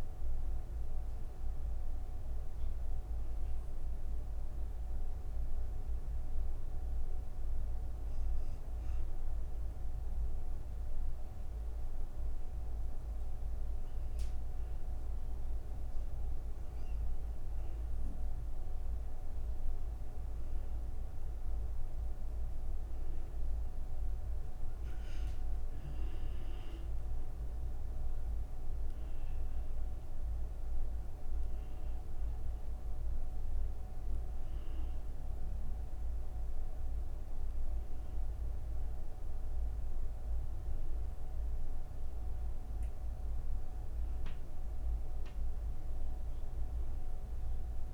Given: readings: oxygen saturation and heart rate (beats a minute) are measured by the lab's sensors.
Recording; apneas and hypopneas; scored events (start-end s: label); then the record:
breathing in sleep, hard to hear, by a room microphone; none
none scored
From the record:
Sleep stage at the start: N1 (lightest sleep); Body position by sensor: on the back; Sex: female